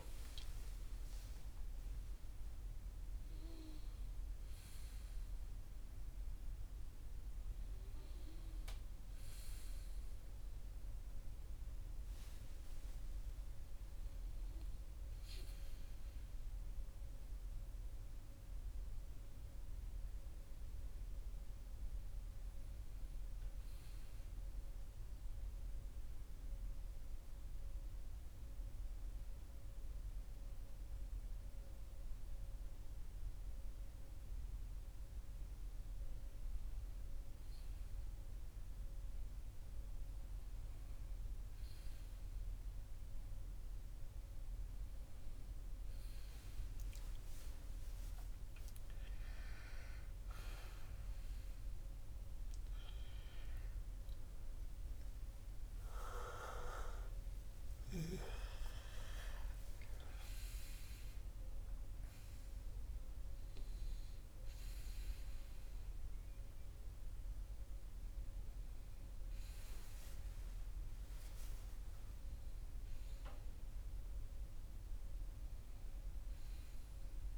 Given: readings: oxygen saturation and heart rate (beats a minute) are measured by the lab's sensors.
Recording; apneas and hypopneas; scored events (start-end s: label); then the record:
a person partly awake in a sleep study, by a room microphone; 1
11.00-77.38 s: new sleep stage, N1 (lightest sleep)
24.00-36.00 s: central apnea (oxygen 99% before, 93% lowest)
36.00-63.00 s: oxygen desaturation (device-marked, oxygen 97% before, 93% lowest)
38.00-41.00 s: arousal
56.50-61.50 s: arousal
From the record:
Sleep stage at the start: awake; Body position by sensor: on the right side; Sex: male